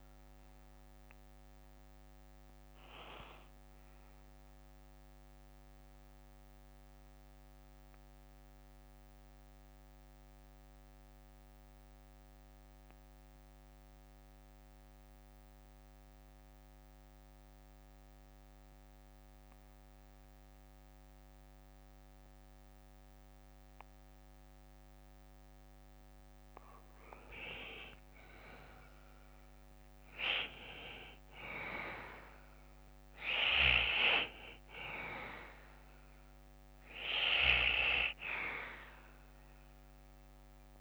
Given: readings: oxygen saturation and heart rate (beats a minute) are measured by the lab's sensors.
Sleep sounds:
breathing in sleep by a microphone on the trachea; 1
0.00-1.00 s: bradycardia (device-marked, heart rate 58 extreme)
2.00-4.00 s: bradycardia (device-marked, heart rate 59 before, 57 extreme)
5.00-21.00 s: bradycardia (device-marked, heart rate 59 before, 54 extreme)
6.00-28.00 s: mixed apnea (oxygen 97% before, 90% lowest, heart rate 64 before, 57 extreme, up 12 after)
7.00-21.00 s: oxygen desaturation (device-marked, oxygen 95% before, 90% lowest, heart rate 63 before, 57 extreme)
27.00-29.00 s: bradycardia (device-marked, heart rate 59 before, 64 extreme)
30.00-33.50 s: arousal
From the record:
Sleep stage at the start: REM sleep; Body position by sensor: on the back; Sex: male

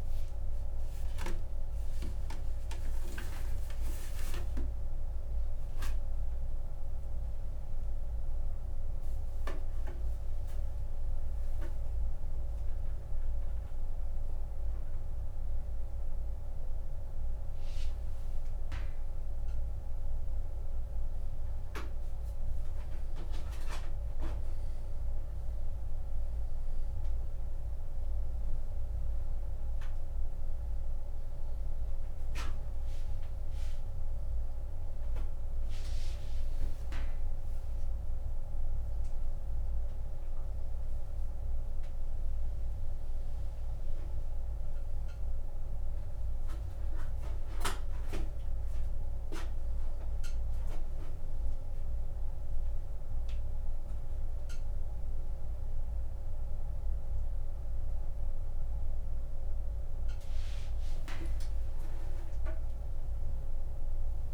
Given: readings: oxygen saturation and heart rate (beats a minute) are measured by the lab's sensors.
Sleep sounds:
a person partly awake in a sleep study, by a room microphone; none
0.00-26.50 s: oxygen desaturation (device-marked, oxygen 88% lowest)
8.50-64.34 s: new sleep stage, N1 (lightest sleep)
44.50-64.34 s: oxygen desaturation (device-marked, oxygen 90% before, 86% lowest)
From the record:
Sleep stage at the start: awake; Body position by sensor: upright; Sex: male

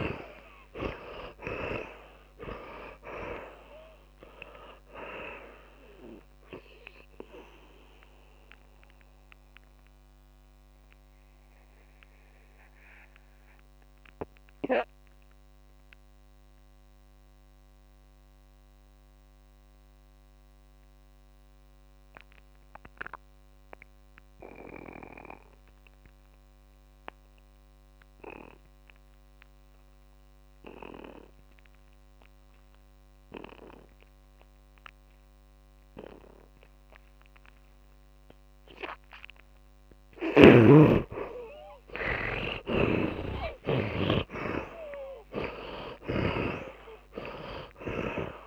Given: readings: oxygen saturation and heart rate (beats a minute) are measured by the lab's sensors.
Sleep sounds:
breathing in sleep by a microphone on the trachea; 1
0.00-2.50 s: arousal
0.00-18.00 s: oxygen desaturation (device-marked, oxygen 74% lowest)
10.00-39.50 s: mixed apnea (oxygen 99% before, 74% lowest)
33.00-48.47 s: oxygen desaturation (device-marked, oxygen 100% before, 77% lowest)
43.00-47.50 s: arousal
43.00-48.47 s: snoring (device-marked)
From the record:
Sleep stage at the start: N2 (light sleep); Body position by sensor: on the back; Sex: male

